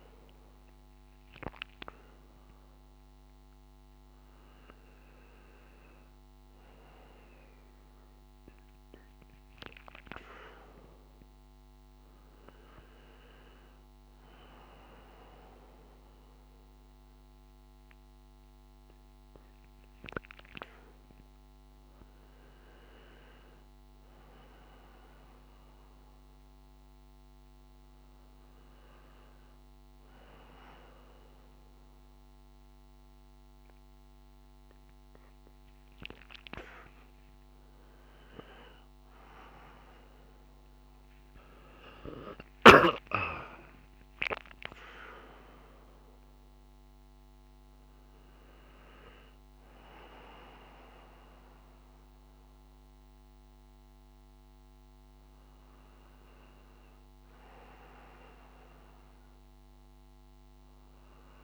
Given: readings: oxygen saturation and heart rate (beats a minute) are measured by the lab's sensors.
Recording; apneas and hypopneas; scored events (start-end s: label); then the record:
a person partly awake in a sleep study, by a microphone on the trachea; none
30.00-61.44 s: new sleep stage, N1 (lightest sleep)
From the record:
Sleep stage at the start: awake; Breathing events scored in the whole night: 273 in 4.9 hours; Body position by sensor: on the front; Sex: male